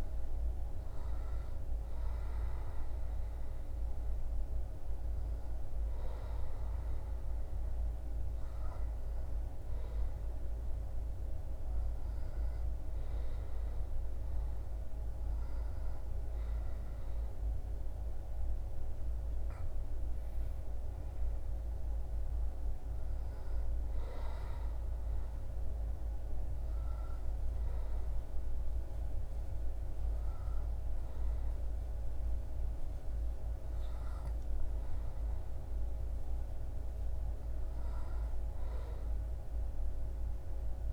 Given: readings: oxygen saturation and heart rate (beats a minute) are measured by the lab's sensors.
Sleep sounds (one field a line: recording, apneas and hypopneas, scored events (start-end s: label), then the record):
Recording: a person partly awake in a sleep study, hard to hear, by a room microphone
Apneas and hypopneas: none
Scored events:
1.50-31.50 s: new sleep stage, N1 (lightest sleep)
31.50-40.93 s: new sleep stage, N2 (light sleep)
From the record:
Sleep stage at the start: awake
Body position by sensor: on the back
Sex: male